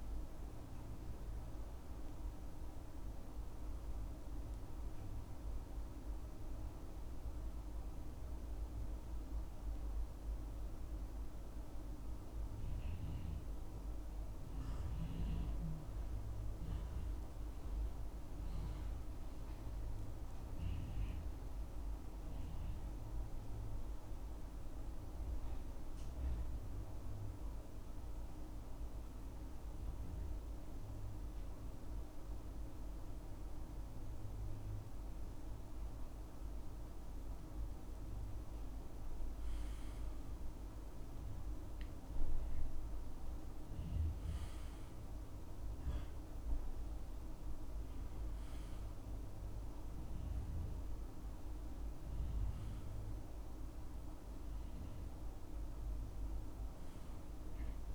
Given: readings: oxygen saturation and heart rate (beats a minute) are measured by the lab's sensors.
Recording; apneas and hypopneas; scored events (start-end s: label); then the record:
breathing in sleep, hard to hear, by a room microphone; 2
0.00-9.50 s: oxygen desaturation (device-marked, oxygen 90% lowest, heart rate 66 extreme)
5.00-20.00 s: central apnea (oxygen 95% before, 89% lowest, heart rate 78 before, 63 extreme, up 3 after)
21.50-24.00 s: arousal
25.50-41.50 s: oxygen desaturation (device-marked, oxygen 98% before, 92% lowest, heart rate 68 before, 63 extreme)
26.50-37.50 s: central apnea (oxygen 98% before, 89% lowest, heart rate 68 before, 63 extreme, up 4 after)
39.00-41.00 s: long interval between heartbeats (device-marked, heart rate 68 before, 70 extreme)
41.00-44.50 s: arousal
43.50-57.95 s: oxygen desaturation (device-marked, oxygen 95% before, 89% lowest, heart rate 68 before, 64 extreme)
From the record:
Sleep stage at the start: N2 (light sleep); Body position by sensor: on the back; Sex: male